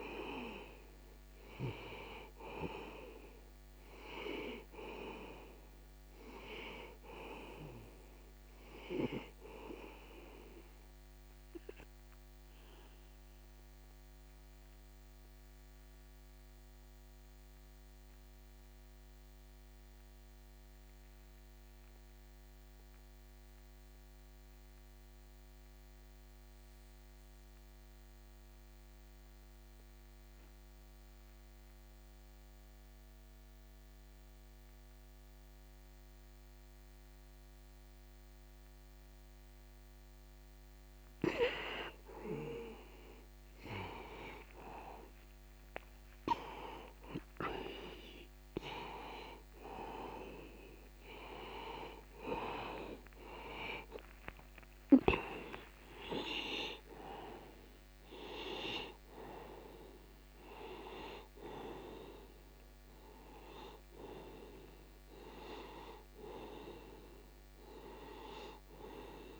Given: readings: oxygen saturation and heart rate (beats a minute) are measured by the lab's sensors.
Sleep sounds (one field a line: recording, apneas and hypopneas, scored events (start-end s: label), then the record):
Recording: breathing in sleep by a microphone on the trachea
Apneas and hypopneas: 1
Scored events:
0.00-30.00 s: oxygen desaturation (device-marked, oxygen 86% lowest)
12.00-42.00 s: obstructive apnea (oxygen 97% before, 84% lowest)
44.50-49.00 s: arousal
45.00-69.40 s: oxygen desaturation (device-marked, oxygen 97% before, 84% lowest)
From the record:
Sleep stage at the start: N2 (light sleep)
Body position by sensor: on the back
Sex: male